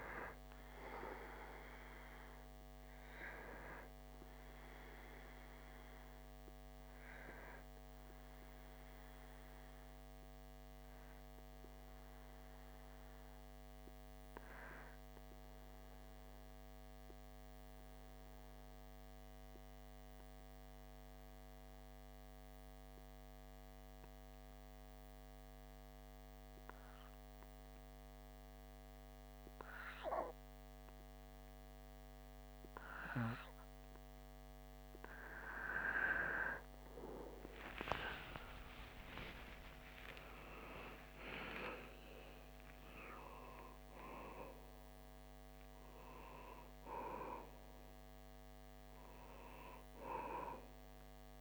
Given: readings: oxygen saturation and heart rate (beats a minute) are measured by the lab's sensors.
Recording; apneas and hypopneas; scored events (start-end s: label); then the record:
breathing in sleep by a microphone on the trachea; 1
8.00-34.00 s: obstructive apnea (oxygen 98% before, 94% lowest)
36.50-40.50 s: arousal
49.00-51.41 s: new sleep stage, REM sleep
From the record:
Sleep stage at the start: N2 (light sleep); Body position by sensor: on the back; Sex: male